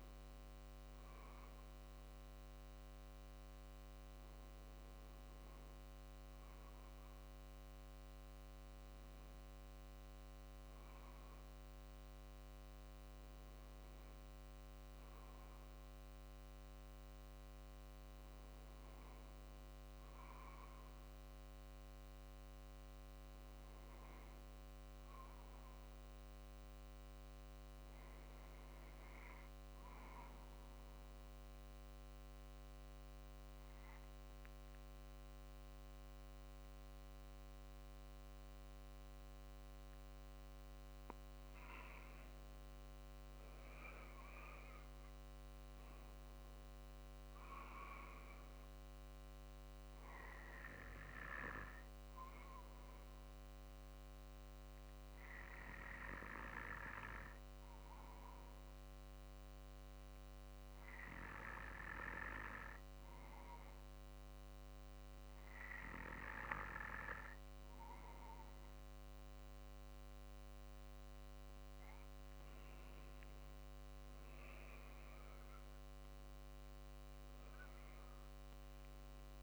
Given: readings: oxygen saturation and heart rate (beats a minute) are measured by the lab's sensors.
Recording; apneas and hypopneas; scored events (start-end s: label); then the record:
breathing in sleep by a microphone on the trachea; 2
29.50-41.00 s: obstructive apnea (oxygen 95% before, 94% lowest, heart rate 48 before, 47 extreme, up 4 after)
43.00-46.00 s: arousal
44.50-59.50 s: drop in pulse transit time (device-marked, heart rate 48 before, 47 extreme)
52.50-70.50 s: obstructive apnea (oxygen 96% before, 93% lowest, heart rate 49 before, 47 extreme, up 3 after)
72.50-76.00 s: arousal
77.50-79.43 s: drop in pulse transit time (device-marked, heart rate 49 before, 47 extreme)
From the record:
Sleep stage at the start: N2 (light sleep); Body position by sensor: on the right side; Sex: male